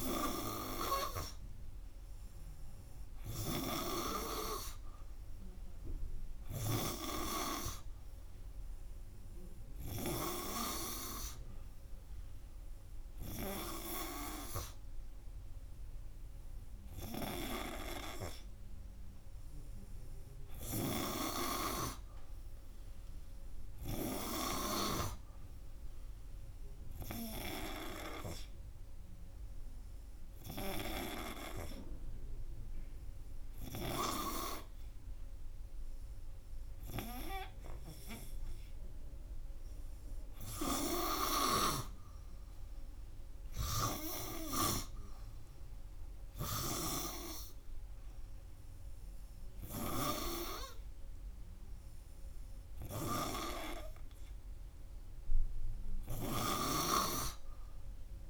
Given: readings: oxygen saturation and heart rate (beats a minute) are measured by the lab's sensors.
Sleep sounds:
breathing in sleep by a room microphone; none
none scored
From the record:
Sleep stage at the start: N3 (deep sleep); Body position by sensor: on the front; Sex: male

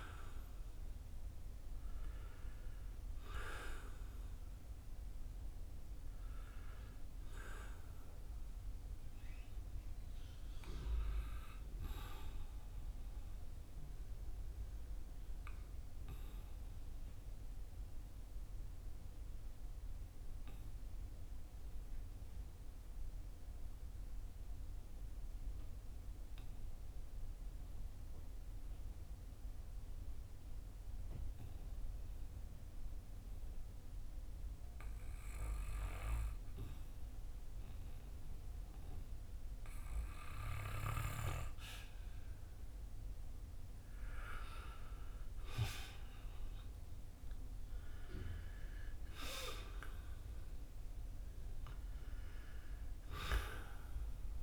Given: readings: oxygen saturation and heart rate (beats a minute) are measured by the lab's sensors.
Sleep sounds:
breathing in sleep by a room microphone; 1
0.00-28.00 s: oxygen desaturation (device-marked, oxygen 90% lowest, heart rate 48 extreme)
11.00-43.50 s: obstructive apnea (oxygen 96% before, 89% lowest, heart rate 52 before, 48 extreme, up 7 after)
45.00-48.50 s: arousal
46.00-54.43 s: oxygen desaturation (device-marked, oxygen 96% before, 89% lowest, heart rate 52 before, 48 extreme)
From the record:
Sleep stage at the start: N2 (light sleep); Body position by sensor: on the back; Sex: male

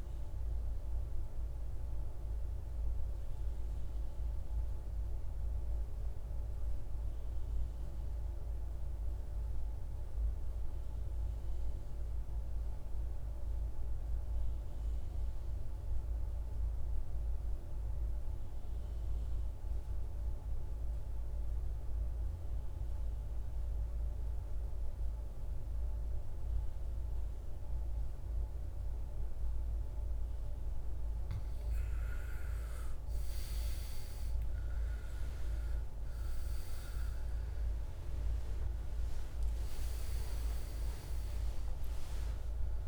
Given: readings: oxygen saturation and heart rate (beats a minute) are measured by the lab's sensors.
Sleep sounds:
breathing in sleep, hard to hear, by a room microphone; 1
0.00-6.50 s: oxygen desaturation (device-marked, oxygen 82% lowest, heart rate 53 extreme)
3.00-30.00 s: mixed apnea (oxygen 98% before, 83% lowest, heart rate 69 before, 53 extreme, up 22 after)
27.50-42.88 s: oxygen desaturation (device-marked, oxygen 99% before, 83% lowest, heart rate 55 before, 53 extreme)
33.50-38.00 s: arousal
From the record:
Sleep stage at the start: N2 (light sleep); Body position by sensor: on the back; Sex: male

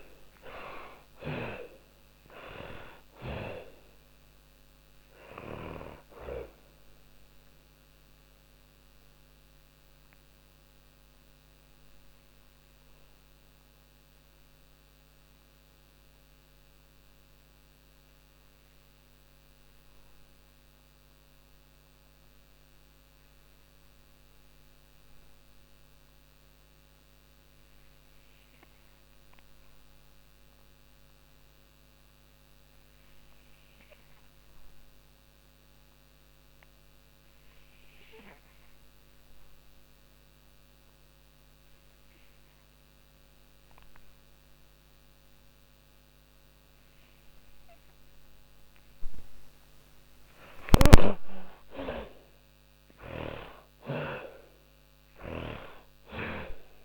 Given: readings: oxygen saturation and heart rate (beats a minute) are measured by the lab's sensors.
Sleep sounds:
breathing in sleep by a microphone on the trachea; 1
0.00-20.00 s: oxygen desaturation (device-marked, oxygen 52% lowest, heart rate 38 extreme)
5.50-47.50 s: obstructive apnea (oxygen 75% before, 52% lowest, heart rate 57 before, 36 extreme, up 34 after)
33.00-56.84 s: oxygen desaturation (device-marked, oxygen 94% before, 62% lowest, heart rate 53 before, 36 extreme)
49.00-52.50 s: snoring (device-marked)
49.00-54.50 s: arousal
From the record:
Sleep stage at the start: REM sleep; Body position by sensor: on the back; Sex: female

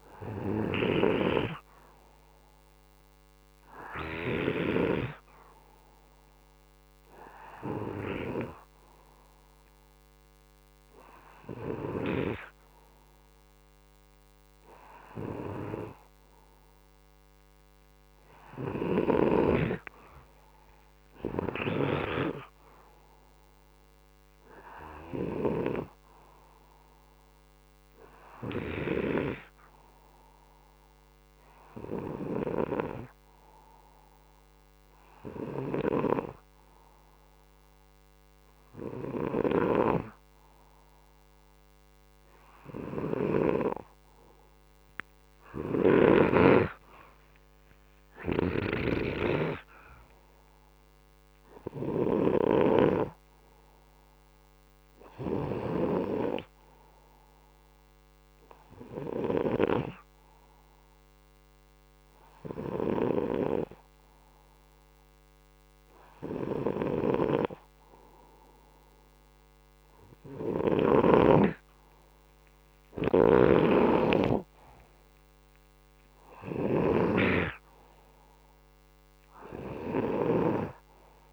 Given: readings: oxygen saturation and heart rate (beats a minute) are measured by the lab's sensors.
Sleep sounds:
breathing in sleep by a microphone on the trachea; none
0.00-4.50 s: snoring (device-marked)
46.00-49.50 s: arousal
48.00-52.00 s: snoring (device-marked)
73.00-80.50 s: snoring (device-marked)
From the record:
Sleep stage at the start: N2 (light sleep); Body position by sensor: upright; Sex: male

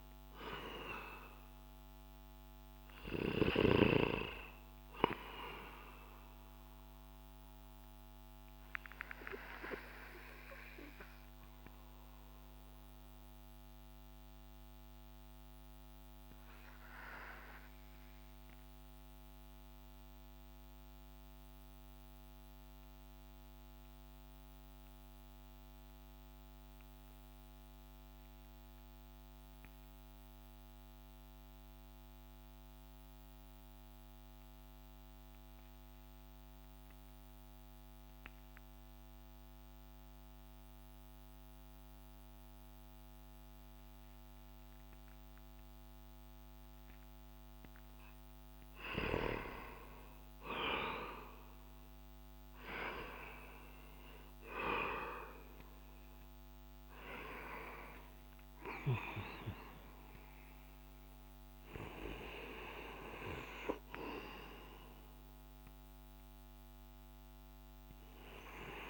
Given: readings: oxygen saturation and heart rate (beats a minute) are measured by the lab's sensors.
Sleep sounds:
breathing in sleep by a microphone on the trachea; 1
0.00-25.50 s: oxygen desaturation (device-marked, oxygen 90% lowest)
6.50-48.00 s: mixed apnea (oxygen 97% before, 90% lowest)
45.50-68.90 s: oxygen desaturation (device-marked, oxygen 98% before, 91% lowest)
51.50-58.00 s: arousal
From the record:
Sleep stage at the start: N2 (light sleep); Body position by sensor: on the back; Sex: male

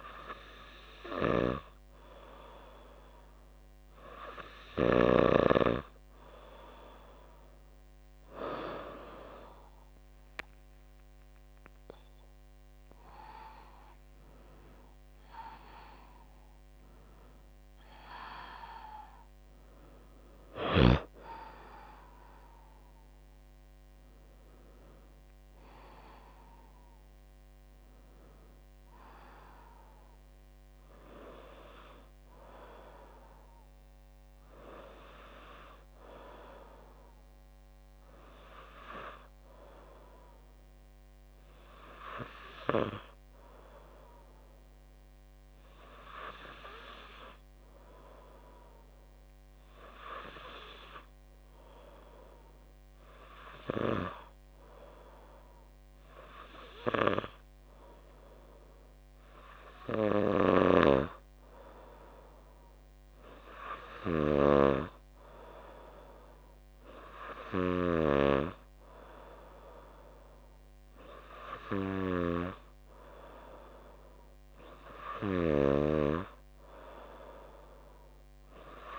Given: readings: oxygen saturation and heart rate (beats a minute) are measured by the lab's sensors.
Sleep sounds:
breathing in sleep by a microphone on the trachea; 1
9.50-14.50 s: arousal
41.00-56.00 s: hypopnea (oxygen 98% before, 96% lowest, heart rate 61 before, 57 extreme, up 4 after)
58.00-61.50 s: arousal
67.50-78.99 s: snoring (device-marked)
From the record:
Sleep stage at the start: N2 (light sleep); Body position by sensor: on the back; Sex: female

